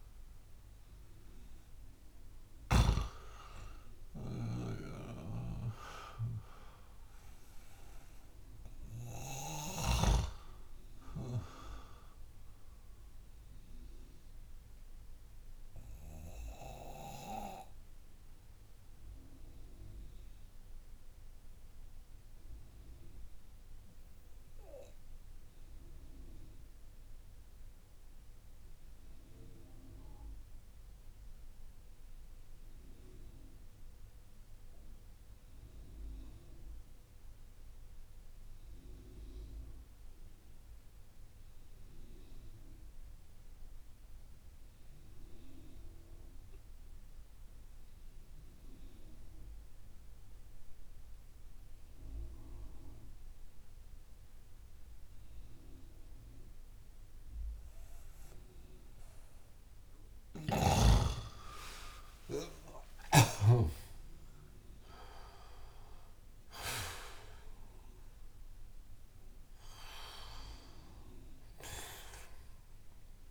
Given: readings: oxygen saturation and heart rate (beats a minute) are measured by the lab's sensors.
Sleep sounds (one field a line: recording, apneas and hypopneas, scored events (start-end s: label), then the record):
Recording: breathing in sleep by a room microphone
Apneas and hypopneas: 1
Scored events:
0.00-26.00 s: oxygen desaturation (device-marked, oxygen 85% lowest)
12.50-58.50 s: mixed apnea (oxygen 96% before, 85% lowest)
45.00-73.31 s: oxygen desaturation (device-marked, oxygen 98% before, 87% lowest)
61.00-65.50 s: arousal
From the record:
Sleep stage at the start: N2 (light sleep)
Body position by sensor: on the back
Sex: male